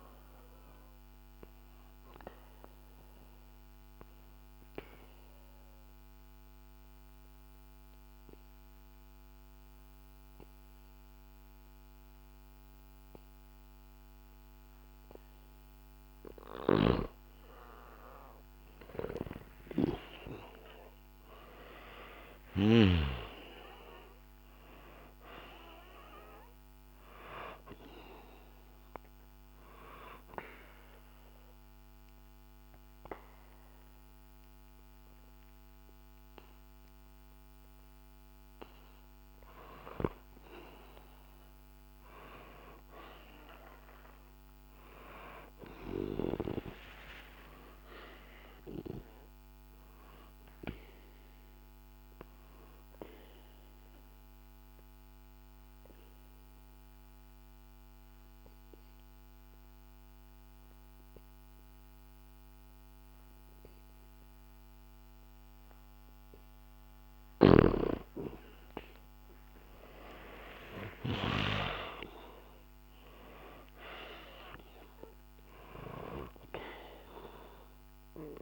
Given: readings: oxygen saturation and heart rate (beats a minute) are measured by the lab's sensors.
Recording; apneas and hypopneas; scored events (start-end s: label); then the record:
breathing in sleep by a microphone on the trachea; 3
1.00-16.00 s: obstructive apnea (oxygen 97% before, 93% lowest, heart rate 66 before, 62 extreme, up 0 after)
17.00-21.00 s: arousal
28.00-45.00 s: oxygen desaturation (device-marked, oxygen 98% before, 93% lowest, heart rate 64 before, 63 extreme)
28.50-39.00 s: obstructive apnea (oxygen 98% before, 91% lowest, heart rate 64 before, 63 extreme, up 3 after)
44.00-47.50 s: arousal
51.00-66.50 s: obstructive apnea (oxygen 98% before, 90% lowest, heart rate 66 before, 63 extreme, up 2 after)
69.00-73.00 s: arousal
75.00-78.42 s: oxygen desaturation (device-marked, oxygen 96% before, 91% lowest, heart rate 64 before, 63 extreme)
From the record:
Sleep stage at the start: N2 (light sleep); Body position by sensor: on the back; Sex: male